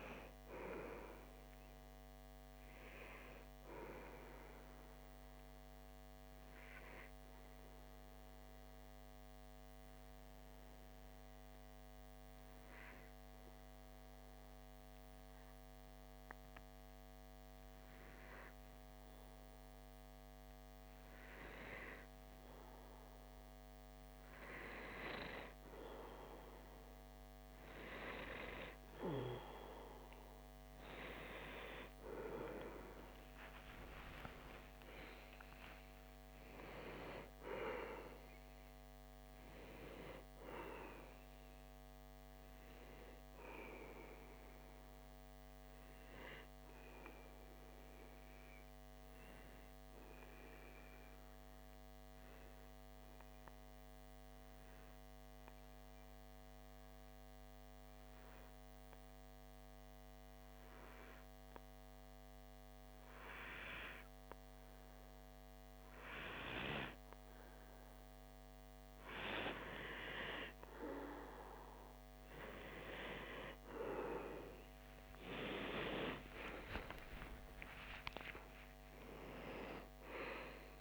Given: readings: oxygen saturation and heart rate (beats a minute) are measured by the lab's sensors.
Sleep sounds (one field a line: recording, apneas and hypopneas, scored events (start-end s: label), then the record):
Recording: breathing in sleep by a microphone on the trachea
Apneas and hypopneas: 2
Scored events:
7.50-21.00 s: obstructive apnea (oxygen 96% before, 94% lowest)
30.50-36.00 s: arousal
50.00-67.00 s: obstructive apnea (oxygen 97% before, 93% lowest)
71.50-80.81 s: oxygen desaturation (device-marked, oxygen 97% before, 93% lowest)
73.50-78.50 s: arousal
From the record:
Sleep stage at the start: N2 (light sleep)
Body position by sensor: on the back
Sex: male